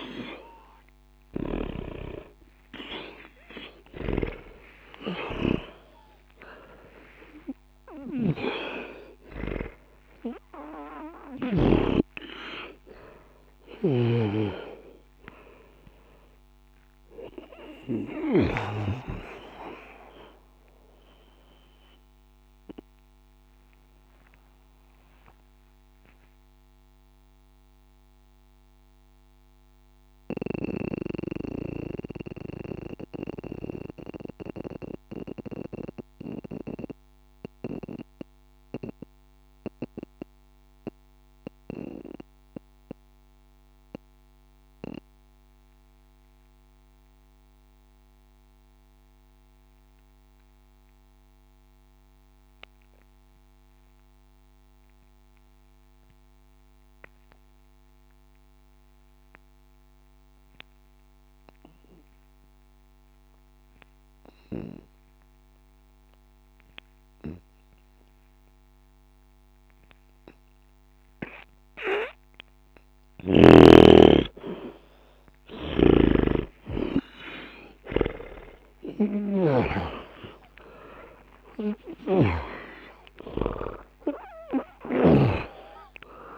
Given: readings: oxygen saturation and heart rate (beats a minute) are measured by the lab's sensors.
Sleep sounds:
breathing in sleep by a microphone on the trachea; 1
0.00-36.50 s: oxygen desaturation (device-marked, oxygen 76% lowest, heart rate 60 extreme)
19.50-73.00 s: mixed apnea (oxygen 95% before, 76% lowest, heart rate 78 before, 60 extreme, up 10 after)
59.50-83.50 s: oxygen desaturation (device-marked, oxygen 98% before, 86% lowest, heart rate 60 before, 60 extreme)
75.50-82.50 s: snoring (device-marked)
76.00-82.00 s: arousal
From the record:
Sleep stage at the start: N2 (light sleep); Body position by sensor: on the back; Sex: male

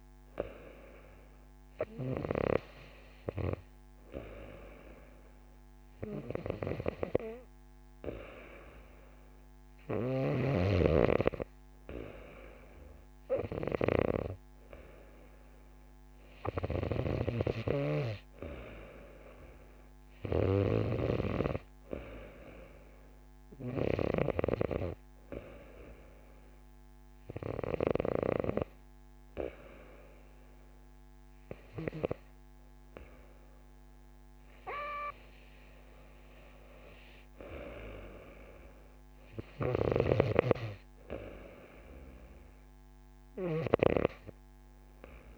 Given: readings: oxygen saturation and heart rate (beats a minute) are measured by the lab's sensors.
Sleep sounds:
breathing in sleep by a microphone on the trachea; none
none scored
From the record:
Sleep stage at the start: N2 (light sleep); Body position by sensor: on the right side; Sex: female

